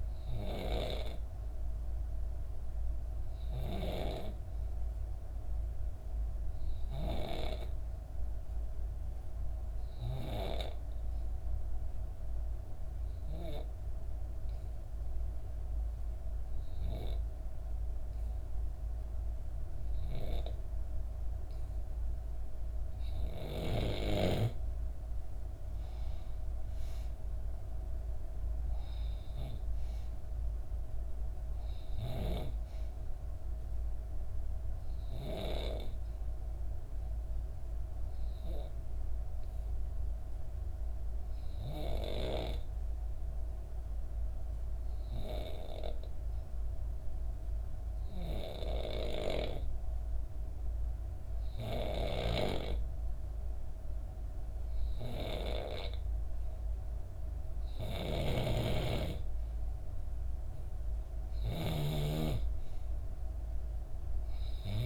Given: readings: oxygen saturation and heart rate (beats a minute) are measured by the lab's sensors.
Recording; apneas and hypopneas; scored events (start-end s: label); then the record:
breathing in sleep by a room microphone; 2
0.00-6.50 s: oxygen desaturation (device-marked, oxygen 91% lowest, heart rate 60 extreme)
11.00-23.50 s: obstructive apnea (oxygen 96% before, 91% lowest, heart rate 61 before, 60 extreme, up 4 after)
24.50-28.50 s: arousal
25.50-44.50 s: oxygen desaturation (device-marked, oxygen 95% before, 91% lowest, heart rate 62 before, 60 extreme)
38.50-51.50 s: obstructive apnea (oxygen 95% before, 91% lowest, heart rate 64 before, 60 extreme, up 3 after)
51.50-61.50 s: snoring (device-marked)
55.00-59.50 s: arousal
From the record:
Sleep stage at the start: N2 (light sleep); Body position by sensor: on the back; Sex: female